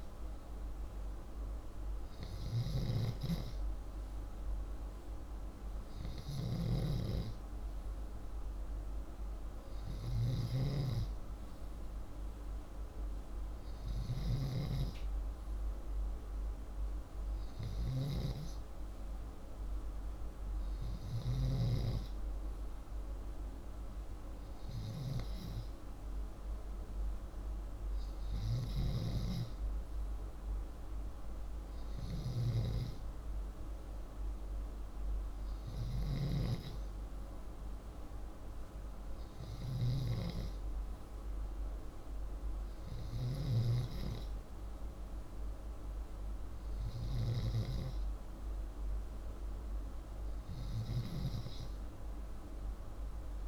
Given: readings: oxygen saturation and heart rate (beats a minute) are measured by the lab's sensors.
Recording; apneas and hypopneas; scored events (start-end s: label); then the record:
breathing in sleep by a room microphone; none
0.00-21.00 s: snoring (device-marked)
31.50-43.00 s: snoring (device-marked)
From the record:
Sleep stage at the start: N2 (light sleep); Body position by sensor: upright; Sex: male